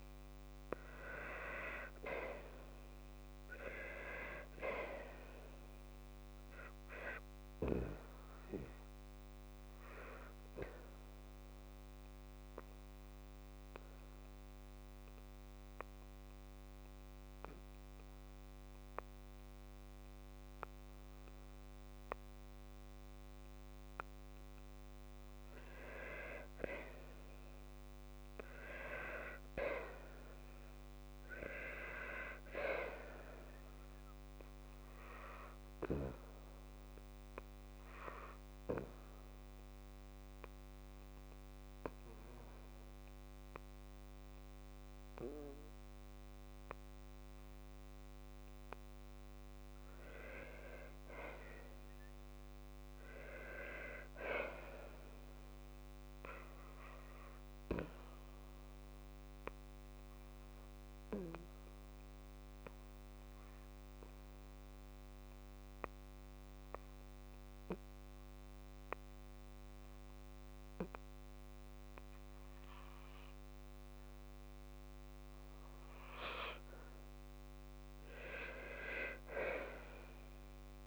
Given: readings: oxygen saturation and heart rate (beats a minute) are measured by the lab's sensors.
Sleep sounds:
breathing in sleep by a microphone on the trachea; 1
0.00-2.00 s: arousal
7.50-29.50 s: oxygen desaturation (device-marked, oxygen 99% before, 94% lowest, heart rate 65 before, 55 extreme)
32.00-36.00 s: arousal
33.50-35.50 s: long interval between heartbeats (device-marked, heart rate 57 before, 68 extreme)
37.00-39.00 s: long interval between heartbeats (device-marked, heart rate 59 before, 87 extreme)
41.00-43.00 s: long interval between heartbeats (device-marked, heart rate 64 before, 75 extreme)
44.00-56.00 s: obstructive apnea (oxygen 97% before, 92% lowest, heart rate 67 before, 57 extreme, up 1 after)
58.50-62.50 s: arousal
69.50-71.50 s: long interval between heartbeats (device-marked, heart rate 57 before, 66 extreme)
79.00-80.87 s: long interval between heartbeats (device-marked, heart rate 60 before, 68 extreme)
From the record:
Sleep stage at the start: N2 (light sleep); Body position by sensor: on the back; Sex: female

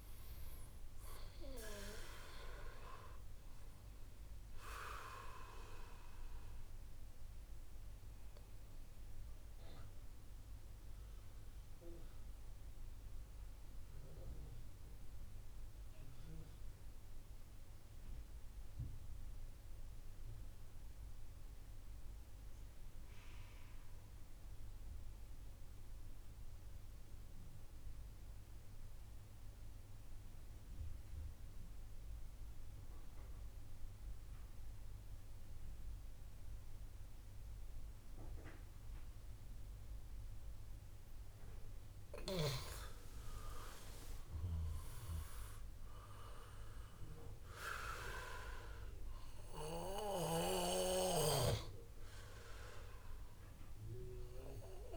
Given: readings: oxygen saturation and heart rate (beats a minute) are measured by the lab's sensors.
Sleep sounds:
breathing in sleep by a room microphone; 1
0.00-18.50 s: oxygen desaturation (device-marked, oxygen 88% lowest, heart rate 56 extreme)
6.50-42.00 s: mixed apnea (oxygen 97% before, 88% lowest, heart rate 74 before, 55 extreme, up 7 after)
38.50-54.97 s: oxygen desaturation (device-marked, oxygen 98% before, 90% lowest, heart rate 63 before, 55 extreme)
43.50-47.50 s: arousal
From the record:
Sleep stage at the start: N2 (light sleep); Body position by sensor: on the back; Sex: male

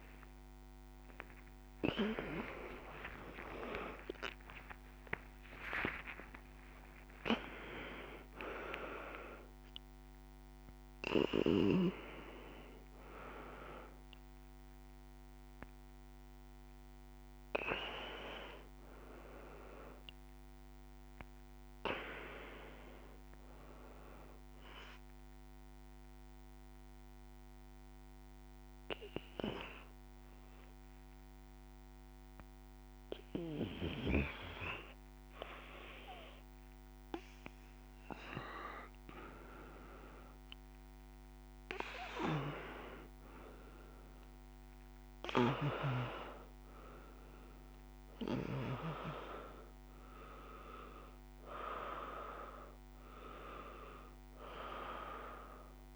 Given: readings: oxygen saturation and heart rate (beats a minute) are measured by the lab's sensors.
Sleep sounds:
a person partly awake in a sleep study, by a microphone on the trachea; 1
0.00-1.50 s: oxygen desaturation (device-marked, oxygen 77% lowest, heart rate 63 extreme)
13.50-43.50 s: new sleep stage, N1 (lightest sleep)
23.50-38.50 s: hypopnea (oxygen 96% before, 84% lowest, heart rate 90 before, 55 extreme, up 8 after)
40.00-45.00 s: arousal
43.50-55.95 s: new sleep stage, N2 (light sleep)
45.50-55.95 s: oxygen desaturation (device-marked, oxygen 95% before, 88% lowest, heart rate 60 before, 54 extreme)
From the record:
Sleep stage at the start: awake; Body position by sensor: on the back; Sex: female

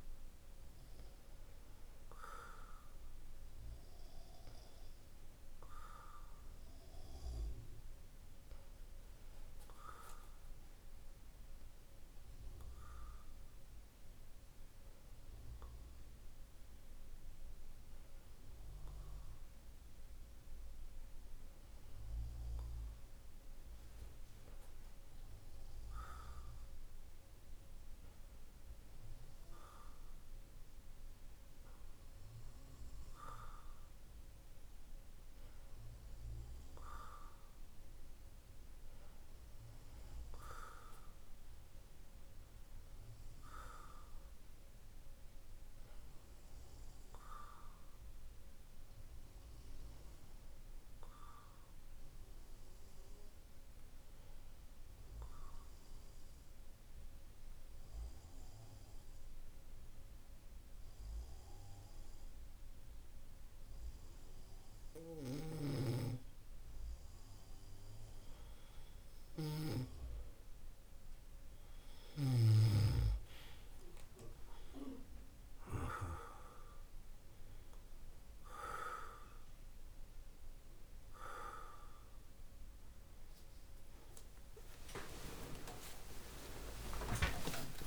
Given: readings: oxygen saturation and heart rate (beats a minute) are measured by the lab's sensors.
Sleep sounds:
breathing in sleep by a room microphone; 2
13.00-25.00 s: hypopnea (oxygen 96% before, 93% lowest, heart rate 53 before, 49 extreme, up 4 after)
27.50-32.00 s: arousal
52.50-66.50 s: hypopnea (oxygen 99% before, 93% lowest, heart rate 50 before, 49 extreme, up 6 after)
64.00-87.87 s: oxygen desaturation (device-marked, oxygen 96% before, 93% lowest, heart rate 50 before, 38 extreme)
78.00-87.87 s: new sleep stage, awake
From the record:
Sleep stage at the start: N2 (light sleep); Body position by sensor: on the back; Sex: male

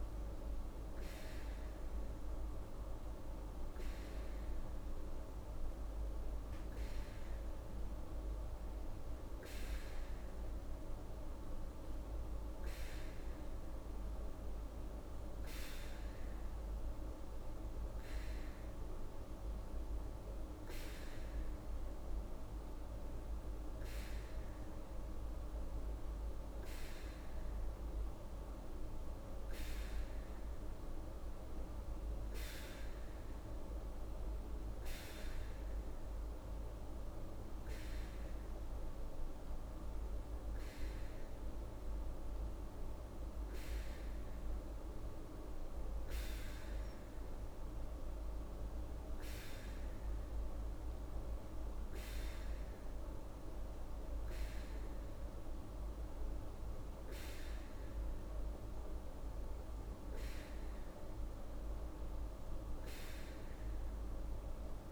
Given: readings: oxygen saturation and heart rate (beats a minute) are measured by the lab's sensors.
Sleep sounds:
breathing in sleep, hard to hear, by a room microphone; none
none scored
From the record:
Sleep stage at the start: N2 (light sleep); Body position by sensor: on the right side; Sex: female

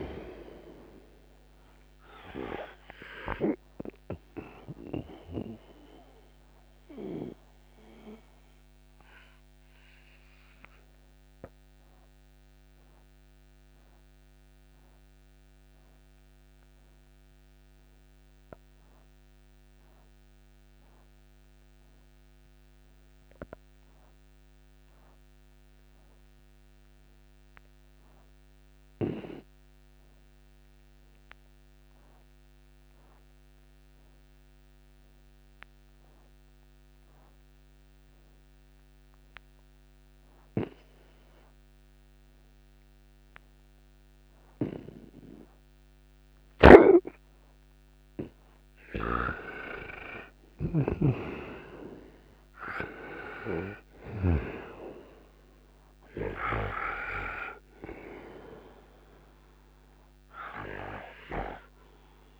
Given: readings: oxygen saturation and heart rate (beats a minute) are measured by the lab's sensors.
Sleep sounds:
breathing in sleep by a microphone on the trachea; 1
0.00-23.00 s: oxygen desaturation (device-marked, oxygen 79% lowest, heart rate 56 extreme)
7.50-48.50 s: obstructive apnea (oxygen 97% before, 79% lowest, heart rate 66 before, 57 extreme, up 15 after)
41.00-62.40 s: oxygen desaturation (device-marked, oxygen 97% before, 79% lowest, heart rate 61 before, 57 extreme)
49.00-54.50 s: snoring (device-marked)
50.50-54.00 s: arousal
From the record:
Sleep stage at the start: N2 (light sleep); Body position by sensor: on the right side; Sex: male

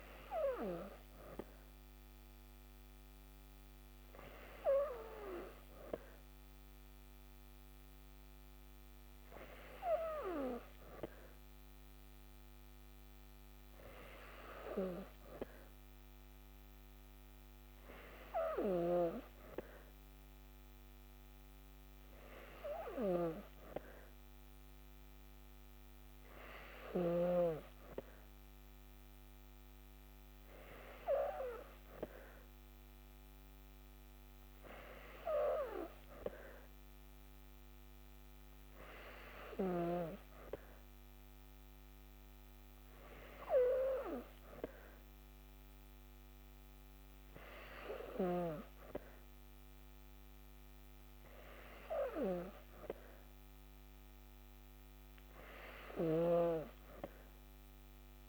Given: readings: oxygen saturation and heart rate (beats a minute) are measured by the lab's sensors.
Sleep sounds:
breathing in sleep by a microphone on the trachea; none
none scored
From the record:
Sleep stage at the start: N2 (light sleep); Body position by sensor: on the back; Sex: female

